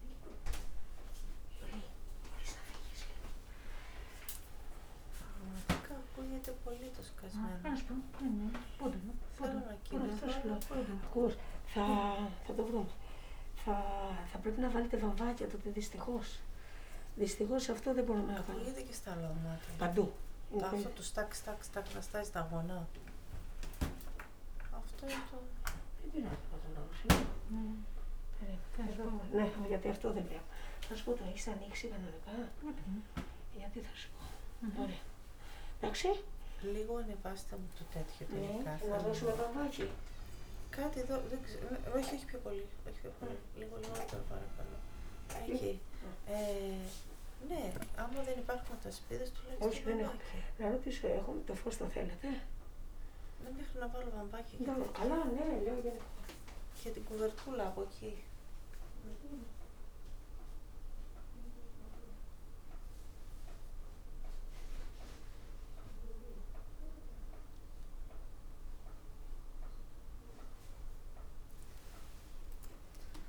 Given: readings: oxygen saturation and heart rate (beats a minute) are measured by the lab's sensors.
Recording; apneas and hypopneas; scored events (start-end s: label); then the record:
a person awake in a sleep study, by a room microphone; none
none scored
From the record:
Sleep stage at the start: awake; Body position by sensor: on the back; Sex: female